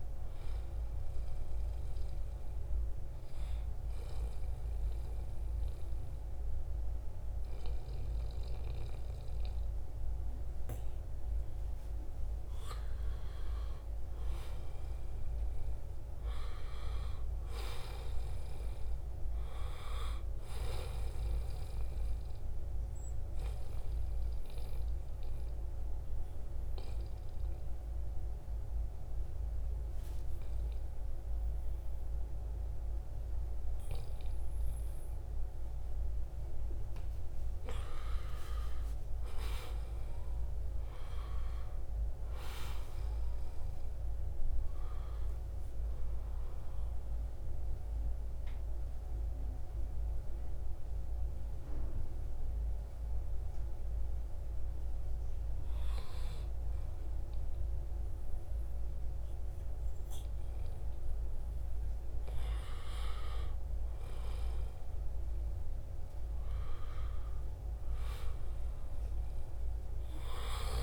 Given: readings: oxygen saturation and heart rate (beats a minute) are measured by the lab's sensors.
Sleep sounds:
breathing in sleep by a room microphone; 3
1.50-70.83 s: new sleep stage, N2 (light sleep)
2.00-12.50 s: obstructive apnea (oxygen 93% before, 90% lowest, heart rate 80 before, 75 extreme, up 2 after)
14.50-19.00 s: arousal
22.50-38.00 s: obstructive apnea (oxygen 94% before, 90% lowest, heart rate 79 before, 74 extreme, up 7 after)
39.00-43.50 s: arousal
46.50-61.50 s: oxygen desaturation (device-marked, oxygen 94% before, 90% lowest, heart rate 78 before, 73 extreme)
47.50-62.50 s: obstructive apnea (oxygen 94% before, 90% lowest, heart rate 78 before, 73 extreme, up 3 after)
64.00-69.00 s: arousal
From the record:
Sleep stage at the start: N1 (lightest sleep); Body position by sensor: on the right side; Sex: male

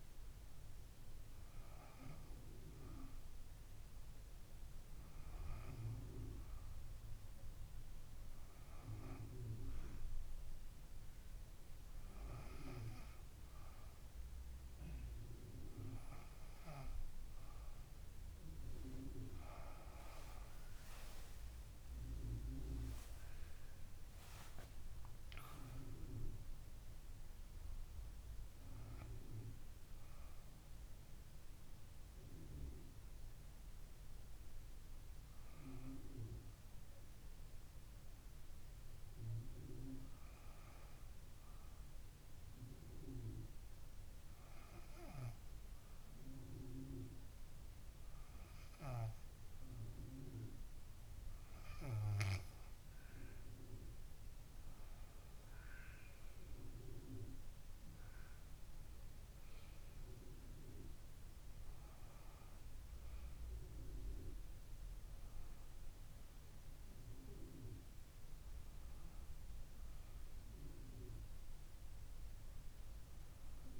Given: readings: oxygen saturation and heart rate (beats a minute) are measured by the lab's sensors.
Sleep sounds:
breathing in sleep by a room microphone; 1
19.50-24.00 s: arousal
33.50-49.00 s: hypopnea (oxygen 96% before, 94% lowest, heart rate 73 before, 64 extreme, up 4 after)
54.00-58.50 s: arousal
From the record:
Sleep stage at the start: N2 (light sleep); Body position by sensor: on the back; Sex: female

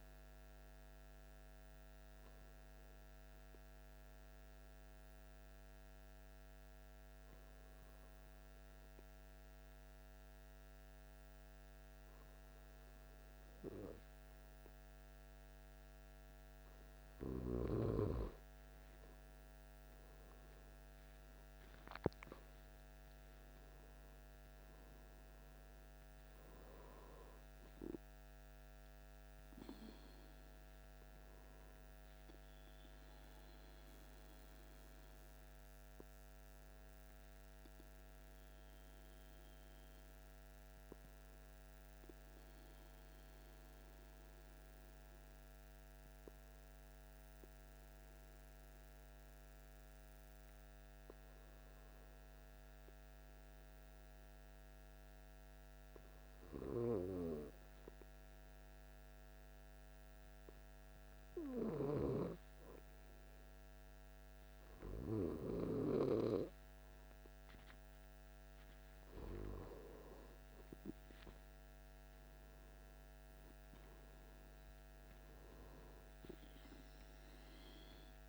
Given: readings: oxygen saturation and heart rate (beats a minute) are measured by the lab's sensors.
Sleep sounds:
breathing in sleep by a microphone on the trachea; 2
2.50-18.50 s: obstructive apnea (oxygen 98% before, 95% lowest, heart rate 57 before, 55 extreme, up 9 after)
21.50-24.50 s: arousal
23.00-36.00 s: oxygen desaturation (device-marked, oxygen 98% before, 95% lowest, heart rate 57 before, 54 extreme)
38.00-69.50 s: obstructive apnea (oxygen 99% before, 95% lowest, heart rate 60 before, 54 extreme, up 5 after)
71.50-75.50 s: arousal
From the record:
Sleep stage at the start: N2 (light sleep); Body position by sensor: on the back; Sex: male

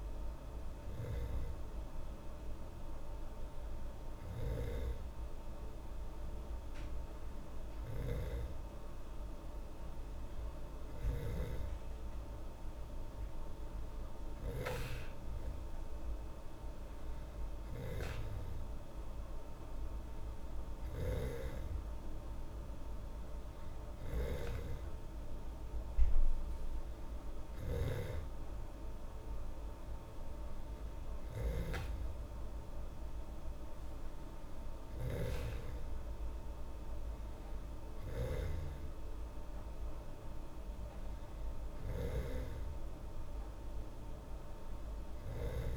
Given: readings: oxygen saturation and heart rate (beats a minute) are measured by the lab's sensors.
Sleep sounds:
breathing in sleep by a room microphone; none
24.00-28.00 s: snoring (device-marked)
38.00-42.00 s: snoring (device-marked)
From the record:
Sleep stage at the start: N2 (light sleep); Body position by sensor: on the back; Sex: female

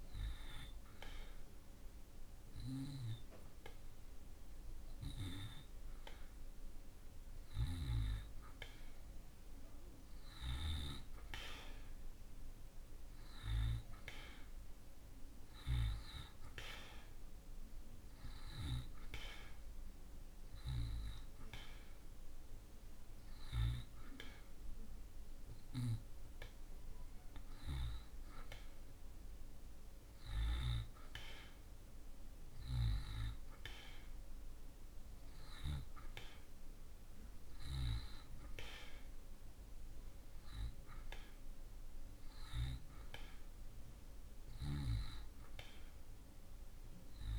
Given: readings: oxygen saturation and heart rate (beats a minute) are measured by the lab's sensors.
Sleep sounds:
breathing in sleep by a room microphone; none
4.50-18.50 s: oxygen desaturation (device-marked, oxygen 91% before, 86% lowest)
From the record:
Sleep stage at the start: N2 (light sleep); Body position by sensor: on the back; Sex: male

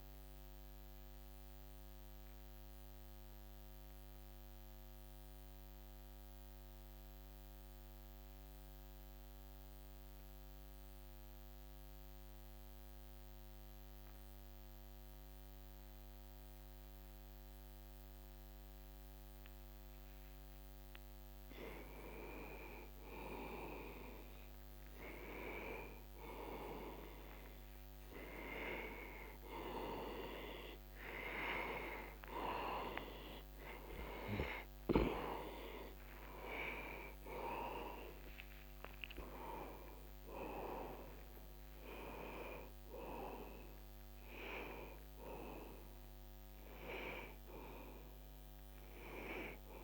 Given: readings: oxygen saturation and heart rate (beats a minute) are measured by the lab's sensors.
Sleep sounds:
breathing in sleep by a microphone on the trachea; 1
0.00-6.50 s: oxygen desaturation (device-marked, oxygen 89% lowest, heart rate 61 extreme)
1.50-22.50 s: mixed apnea (oxygen 96% before, 86% lowest, heart rate 61 before, 60 extreme, up 0 after)
24.00-28.00 s: arousal
32.50-49.84 s: oxygen desaturation (device-marked, oxygen 96% before, 86% lowest, heart rate 61 before, 60 extreme)
From the record:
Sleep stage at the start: N2 (light sleep); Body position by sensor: on the back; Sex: male

